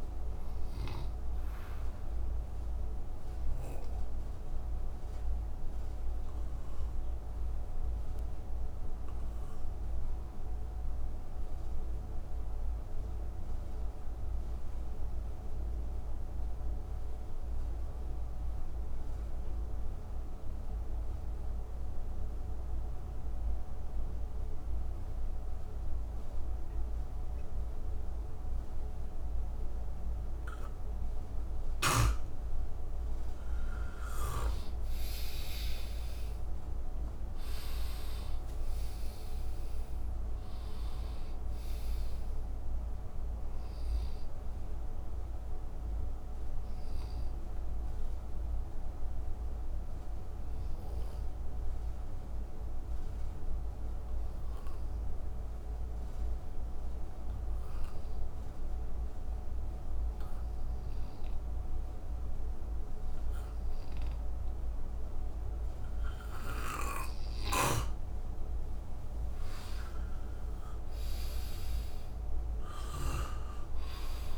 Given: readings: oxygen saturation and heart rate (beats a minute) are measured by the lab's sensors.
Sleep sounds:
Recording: breathing in sleep, hard to hear, by a room microphone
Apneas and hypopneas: 2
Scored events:
0.00-12.50 s: oxygen desaturation (device-marked, oxygen 81% lowest, heart rate 60 extreme)
3.00-31.50 s: obstructive apnea (oxygen 98% before, 81% lowest, heart rate 69 before, 61 extreme, up 38 after)
25.50-56.50 s: oxygen desaturation (device-marked, oxygen 98% before, 82% lowest, heart rate 64 before, 62 extreme)
34.00-39.00 s: arousal
45.50-68.00 s: obstructive apnea (oxygen 98% before, 82% lowest, heart rate 82 before, 61 extreme, up 6 after)
69.50-73.50 s: arousal
70.50-74.37 s: oxygen desaturation (device-marked, oxygen 97% before, 87% lowest, heart rate 66 before, 61 extreme)
From the record:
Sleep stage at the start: N2 (light sleep)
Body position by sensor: on the back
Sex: male

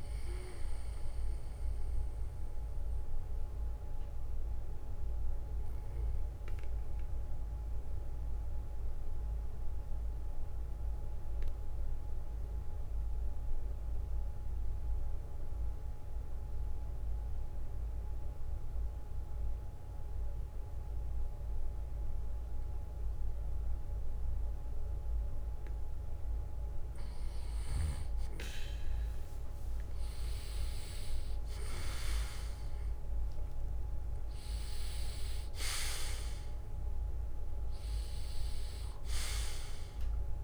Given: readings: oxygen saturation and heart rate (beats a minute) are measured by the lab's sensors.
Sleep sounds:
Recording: breathing in sleep by a room microphone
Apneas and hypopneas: 1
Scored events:
5.00-24.50 s: mixed apnea (oxygen 97% before, 94% lowest, heart rate 64 before, 58 extreme, up 10 after)
30.50-35.50 s: arousal
36.00-40.44 s: oxygen desaturation (device-marked, oxygen 97% before, 94% lowest, heart rate 65 before, 56 extreme)
From the record:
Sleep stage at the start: N2 (light sleep)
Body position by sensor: on the back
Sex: male

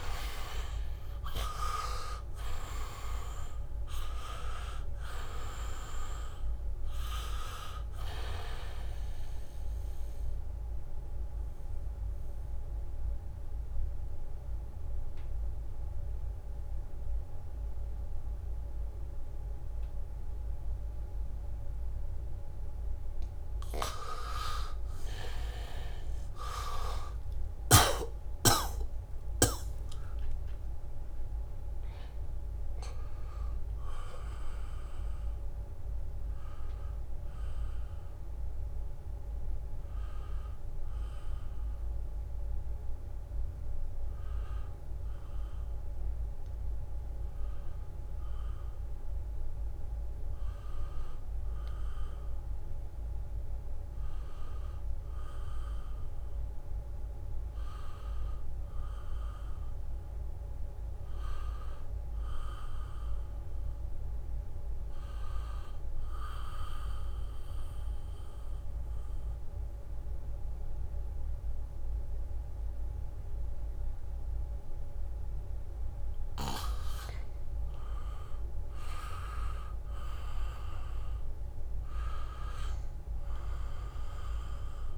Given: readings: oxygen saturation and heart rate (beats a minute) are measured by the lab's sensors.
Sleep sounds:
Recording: breathing in sleep by a room microphone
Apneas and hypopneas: 2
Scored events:
0.00-1.00 s: arousal
0.00-25.00 s: oxygen desaturation (device-marked, oxygen 62% lowest, heart rate 64 extreme)
1.00-84.98 s: new sleep stage, N1 (lightest sleep)
11.00-24.00 s: mixed apnea (oxygen 87% before, 62% lowest, heart rate 74 before, 81 extreme, up 5 after)
26.50-31.00 s: arousal
37.00-51.00 s: oxygen desaturation (device-marked, oxygen 98% before, 86% lowest, heart rate 86 before, 80 extreme)
40.00-75.50 s: obstructive apnea (oxygen 99% before, 86% lowest, heart rate 86 before, 78 extreme)
46.50-48.50 s: long interval between heartbeats (device-marked, heart rate 86 before, 81 extreme)
70.00-84.98 s: oxygen desaturation (device-marked, oxygen 98% before, 89% lowest, heart rate 82 before, 76 extreme)
78.50-83.00 s: arousal
From the record:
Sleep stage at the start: REM sleep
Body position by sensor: on the back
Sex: male

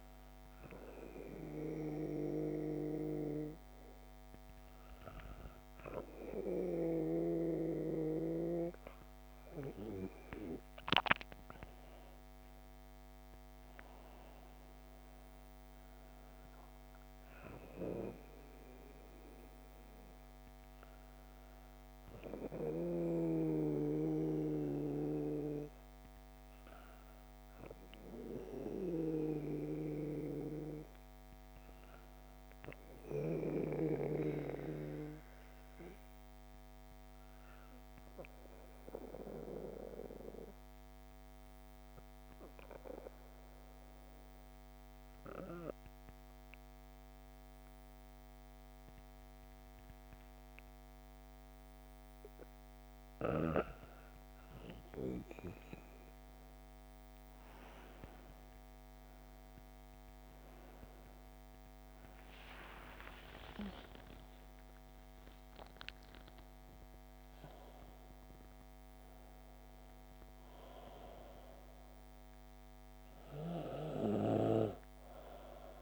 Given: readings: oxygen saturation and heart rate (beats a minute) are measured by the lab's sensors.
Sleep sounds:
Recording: breathing in sleep by a microphone on the trachea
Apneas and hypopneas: 1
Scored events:
9.50-14.00 s: arousal
32.50-52.00 s: obstructive apnea (oxygen 98% before, 95% lowest, heart rate 64 before, 57 extreme, up 9 after)
62.00-66.50 s: arousal
From the record:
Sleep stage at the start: N2 (light sleep)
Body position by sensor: on the back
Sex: female

